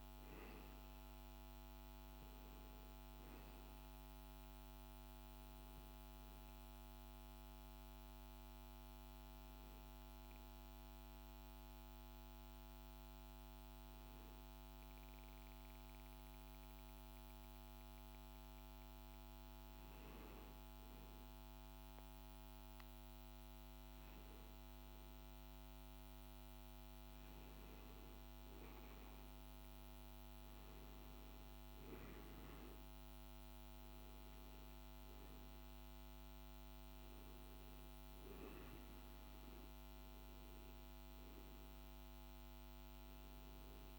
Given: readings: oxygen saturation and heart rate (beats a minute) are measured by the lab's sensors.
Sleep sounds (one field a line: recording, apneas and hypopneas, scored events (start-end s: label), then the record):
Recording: breathing in sleep, hard to hear, by a microphone on the trachea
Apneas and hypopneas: 1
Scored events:
0.00-11.00 s: oxygen desaturation (device-marked, oxygen 91% lowest, heart rate 52 extreme)
4.00-18.50 s: obstructive apnea (oxygen 97% before, 92% lowest, heart rate 57 before, 52 extreme, up 3 after)
9.00-43.99 s: new sleep stage, N2 (light sleep)
21.00-25.50 s: arousal
29.00-43.99 s: oxygen desaturation (device-marked, oxygen 97% before, 93% lowest, heart rate 53 before, 53 extreme)
From the record:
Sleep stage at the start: N1 (lightest sleep)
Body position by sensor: on the right side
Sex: male